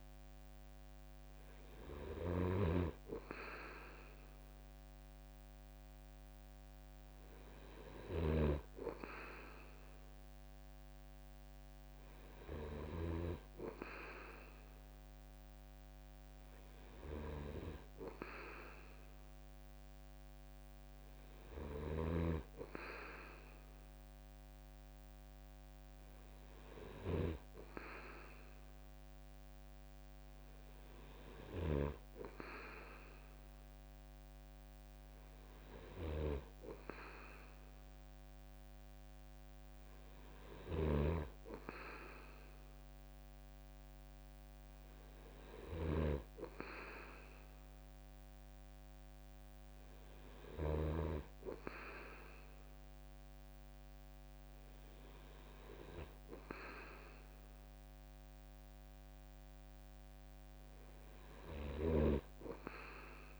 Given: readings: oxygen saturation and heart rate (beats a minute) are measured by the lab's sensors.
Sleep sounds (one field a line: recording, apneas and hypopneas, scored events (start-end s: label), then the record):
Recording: breathing in sleep by a microphone on the trachea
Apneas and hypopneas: none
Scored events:
0.00-13.00 s: snoring (device-marked)
40.50-50.50 s: snoring (device-marked)
61.50-63.40 s: snoring (device-marked)
From the record:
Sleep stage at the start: N2 (light sleep)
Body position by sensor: on the right side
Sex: male